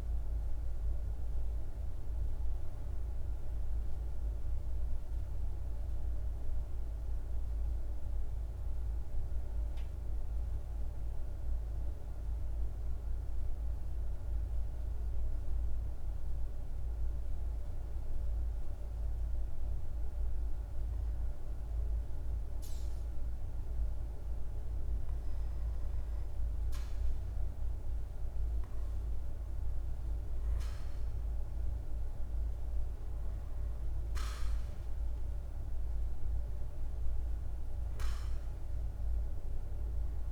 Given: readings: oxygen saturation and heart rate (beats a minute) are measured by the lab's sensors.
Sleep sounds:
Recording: breathing in sleep, hard to hear, by a room microphone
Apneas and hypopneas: 1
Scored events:
4.00-23.50 s: mixed apnea (oxygen 100% before, 95% lowest, heart rate 55 before, 51 extreme, up 1 after)
27.00-40.32 s: oxygen desaturation (device-marked, oxygen 99% before, 95% lowest, heart rate 54 before, 49 extreme)
28.50-33.50 s: arousal
From the record:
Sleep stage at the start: REM sleep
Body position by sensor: on the back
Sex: male

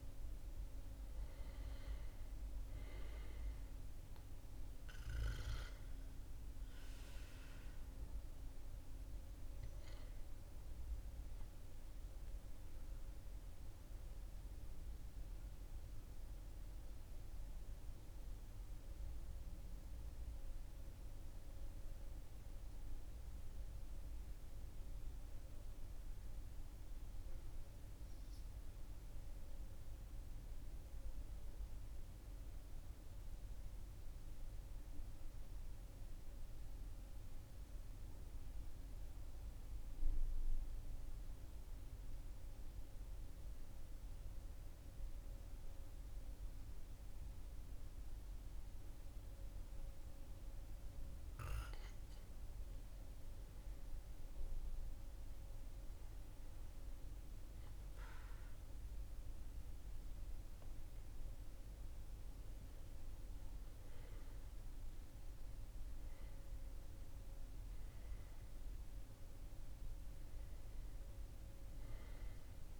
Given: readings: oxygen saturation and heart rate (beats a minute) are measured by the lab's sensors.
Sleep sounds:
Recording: breathing in sleep, hard to hear, by a room microphone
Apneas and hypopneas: 1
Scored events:
0.00-22.50 s: oxygen desaturation (device-marked, oxygen 91% lowest, heart rate 38 extreme)
16.00-51.50 s: mixed apnea (oxygen 97% before, 91% lowest, heart rate 41 before, 38 extreme, up 3 after)
53.00-58.00 s: arousal
From the record:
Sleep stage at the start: N2 (light sleep)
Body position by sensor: on the back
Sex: male

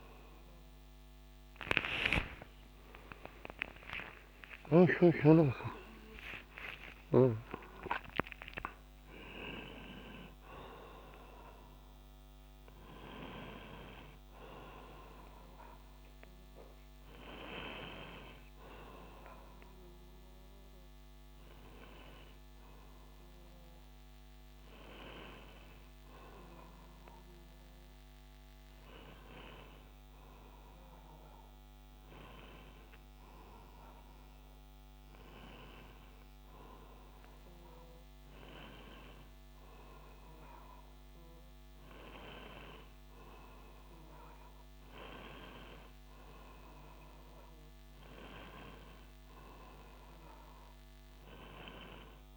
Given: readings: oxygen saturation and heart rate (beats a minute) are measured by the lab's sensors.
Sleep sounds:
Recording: a person awake in a sleep study, by a microphone on the trachea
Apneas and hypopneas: none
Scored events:
none scored
From the record:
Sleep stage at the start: awake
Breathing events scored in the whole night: 128 in 3.2 hours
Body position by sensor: on the right side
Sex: male

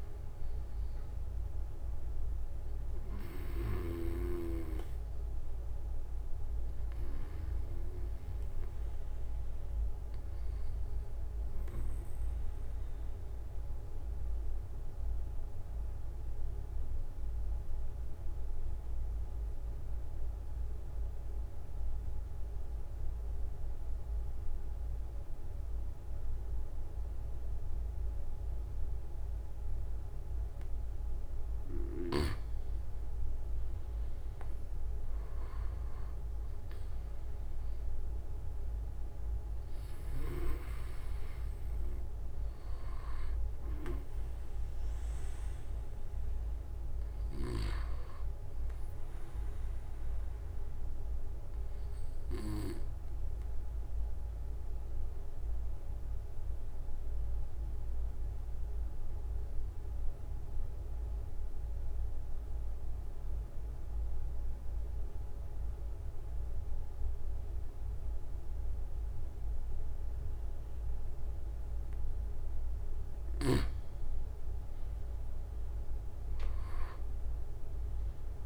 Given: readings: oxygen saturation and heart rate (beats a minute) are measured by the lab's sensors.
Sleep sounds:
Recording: breathing in sleep by a room microphone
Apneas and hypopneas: 2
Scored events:
6.00-8.00 s: long interval between heartbeats (device-marked, heart rate 34 before, 47 extreme)
8.00-26.00 s: oxygen desaturation (device-marked, oxygen 95% before, 92% lowest)
11.50-13.50 s: long interval between heartbeats (device-marked, heart rate 32 before, 36 extreme)
13.00-31.50 s: obstructive apnea (oxygen 97% before, 92% lowest)
34.00-39.00 s: arousal
35.00-37.00 s: long interval between heartbeats (device-marked, heart rate 43 before, 37 extreme)
46.50-48.50 s: long interval between heartbeats (device-marked)
50.50-72.00 s: obstructive apnea (oxygen 97% before, 92% lowest)
72.50-74.50 s: long interval between heartbeats (device-marked, heart rate 45 before, 46 extreme)
75.00-78.46 s: arousal
From the record:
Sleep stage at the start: N2 (light sleep)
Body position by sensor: on the right side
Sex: male

